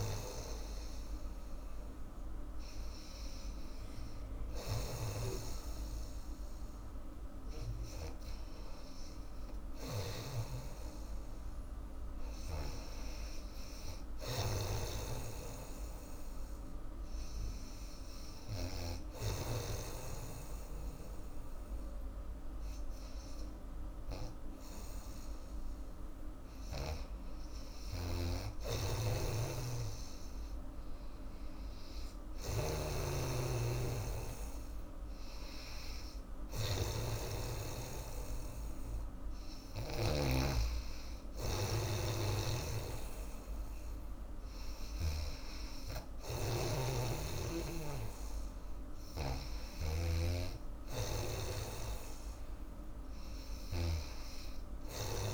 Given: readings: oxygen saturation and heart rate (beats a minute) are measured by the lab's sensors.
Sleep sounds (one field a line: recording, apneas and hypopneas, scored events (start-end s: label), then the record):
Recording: breathing in sleep by a room microphone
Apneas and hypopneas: none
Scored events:
0.00-1.00 s: oxygen desaturation (device-marked, oxygen 87% lowest, heart rate 80 extreme)
0.00-19.50 s: snoring (device-marked)
29.00-40.00 s: snoring (device-marked)
42.00-54.00 s: snoring (device-marked)
From the record:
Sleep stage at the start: N2 (light sleep)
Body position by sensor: on the back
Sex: female